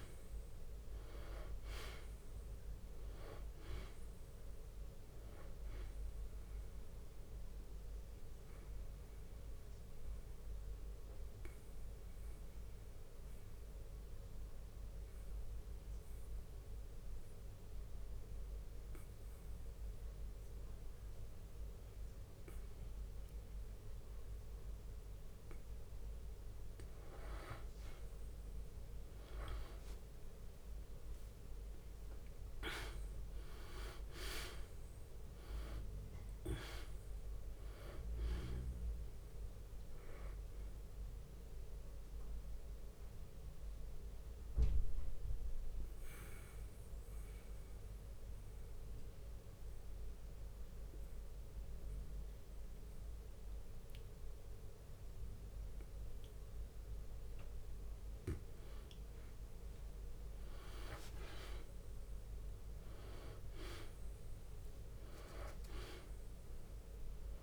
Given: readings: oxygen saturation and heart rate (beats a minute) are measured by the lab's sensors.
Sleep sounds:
breathing in sleep by a room microphone; 2
0.00-1.00 s: arousal
0.00-7.00 s: drop in pulse transit time (device-marked, heart rate 48 extreme)
0.00-27.00 s: oxygen desaturation (device-marked, oxygen 90% lowest, heart rate 46 extreme)
4.00-34.00 s: bradycardia (device-marked, heart rate 60 before, 49 extreme)
7.00-25.50 s: obstructive apnea (oxygen 98% before, 90% lowest, heart rate 56 before, 46 extreme, up 7 after)
27.50-32.50 s: arousal
29.00-43.00 s: drop in pulse transit time (device-marked, heart rate 54 before, 49 extreme)
37.00-58.00 s: oxygen desaturation (device-marked, oxygen 97% before, 91% lowest, heart rate 54 before, 46 extreme)
39.00-63.00 s: bradycardia (device-marked, heart rate 59 before, 46 extreme)
41.50-57.00 s: mixed apnea (oxygen 97% before, 90% lowest, heart rate 57 before, 46 extreme, up 8 after)
60.50-65.50 s: arousal
61.00-67.42 s: drop in pulse transit time (device-marked, heart rate 54 before, 56 extreme)
From the record:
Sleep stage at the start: N2 (light sleep); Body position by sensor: on the back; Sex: male

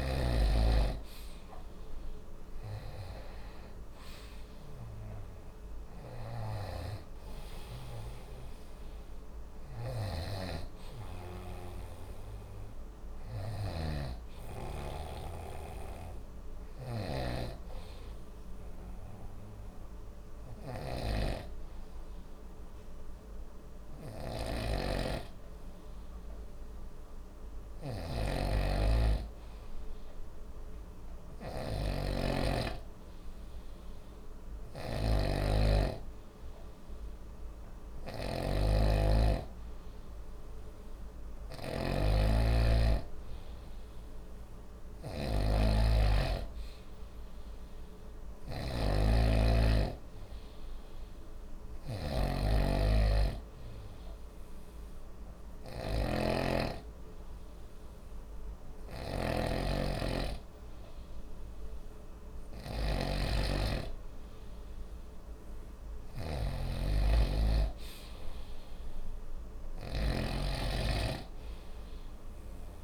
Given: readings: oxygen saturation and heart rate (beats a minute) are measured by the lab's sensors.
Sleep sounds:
breathing in sleep by a room microphone; 1
0.00-3.50 s: arousal
9.50-17.00 s: snoring (device-marked)
18.50-30.00 s: hypopnea (oxygen 97% before, 93% lowest, heart rate 37 before, 35 extreme, up 12 after)
24.50-72.84 s: snoring (device-marked)
32.00-35.00 s: arousal
From the record:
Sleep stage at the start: N2 (light sleep); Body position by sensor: on the right side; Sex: male

